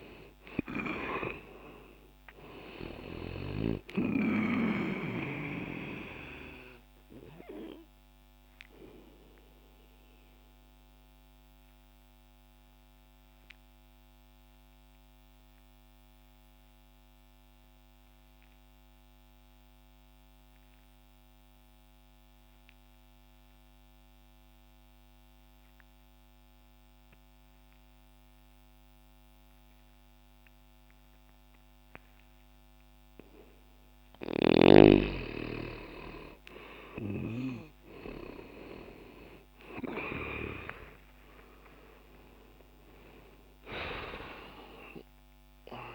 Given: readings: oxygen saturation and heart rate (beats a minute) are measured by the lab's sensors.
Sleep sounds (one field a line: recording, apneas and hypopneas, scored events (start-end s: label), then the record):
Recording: breathing in sleep by a microphone on the trachea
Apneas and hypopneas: 1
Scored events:
0.00-29.00 s: oxygen desaturation (device-marked, oxygen 87% lowest, heart rate 60 extreme)
4.50-33.50 s: obstructive apnea (oxygen 98% before, 87% lowest, heart rate 60 before, 60 extreme, up 10 after)
39.50-45.00 s: arousal
From the record:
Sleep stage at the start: N2 (light sleep)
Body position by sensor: on the left side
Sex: male